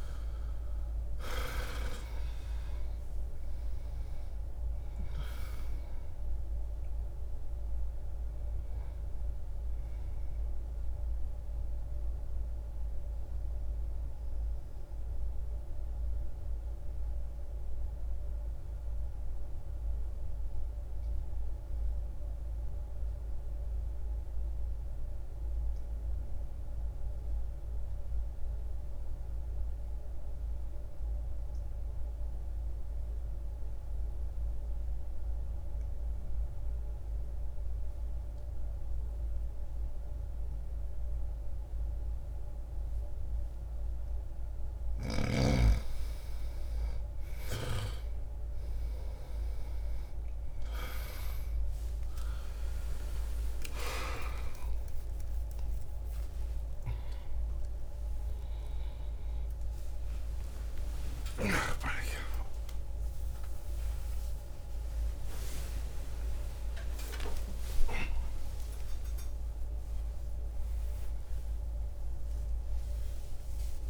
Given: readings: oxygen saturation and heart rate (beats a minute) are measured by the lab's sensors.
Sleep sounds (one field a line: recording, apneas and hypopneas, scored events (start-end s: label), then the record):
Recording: a person partly awake in a sleep study, by a room microphone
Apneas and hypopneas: 1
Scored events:
0.00-1.50 s: arousal
0.00-34.00 s: oxygen desaturation (device-marked, oxygen 84% lowest, heart rate 60 extreme)
12.00-44.00 s: obstructive apnea (oxygen 98% before, 84% lowest, heart rate 62 before, 60 extreme, up 6 after)
42.00-73.90 s: new sleep stage, awake
43.00-68.00 s: oxygen desaturation (device-marked, oxygen 99% before, 86% lowest, heart rate 61 before, 60 extreme)
From the record:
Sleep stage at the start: N2 (light sleep)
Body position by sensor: on the back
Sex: male